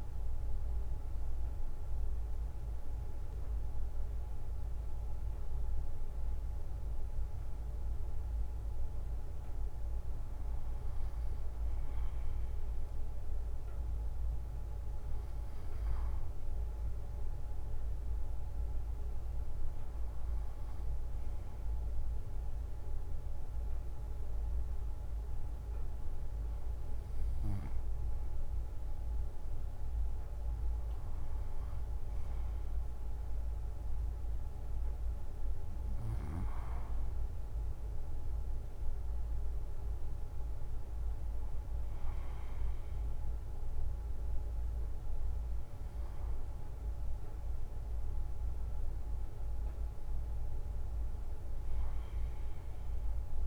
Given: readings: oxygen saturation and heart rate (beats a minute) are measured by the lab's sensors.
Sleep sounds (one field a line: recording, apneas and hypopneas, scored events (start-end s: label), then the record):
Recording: breathing in sleep, hard to hear, by a room microphone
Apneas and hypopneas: none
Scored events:
0.00-4.50 s: arousal
From the record:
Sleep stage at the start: N2 (light sleep)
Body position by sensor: on the right side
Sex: male